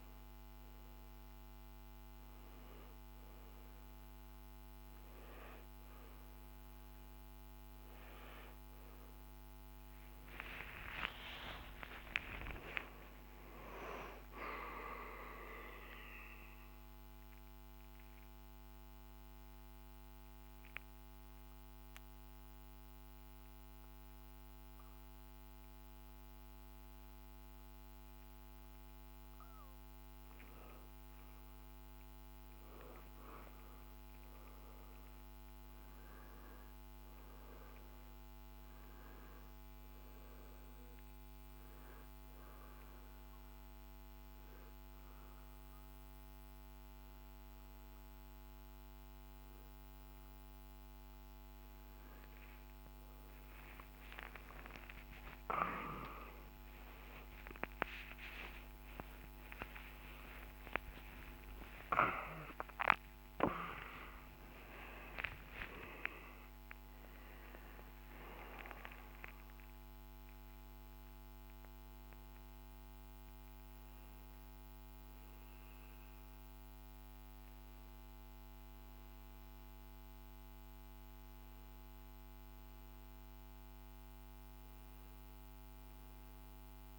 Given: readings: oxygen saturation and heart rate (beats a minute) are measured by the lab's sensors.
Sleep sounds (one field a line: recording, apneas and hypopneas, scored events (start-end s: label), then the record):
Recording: breathing in sleep by a microphone on the trachea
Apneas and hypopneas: 2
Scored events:
10.50-15.50 s: arousal
18.00-32.50 s: obstructive apnea (oxygen 96% before, 88% lowest, heart rate 66 before, 56 extreme, up 12 after)
36.00-40.00 s: arousal
36.50-50.50 s: oxygen desaturation (device-marked, oxygen 99% before, 88% lowest, heart rate 67 before, 56 extreme)
43.00-53.00 s: obstructive apnea (oxygen 99% before, 88% lowest, heart rate 64 before, 56 extreme, up 24 after)
43.50-86.99 s: new sleep stage, N1 (lightest sleep)
55.50-64.00 s: arousal
From the record:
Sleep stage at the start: N2 (light sleep)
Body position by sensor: on the back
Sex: male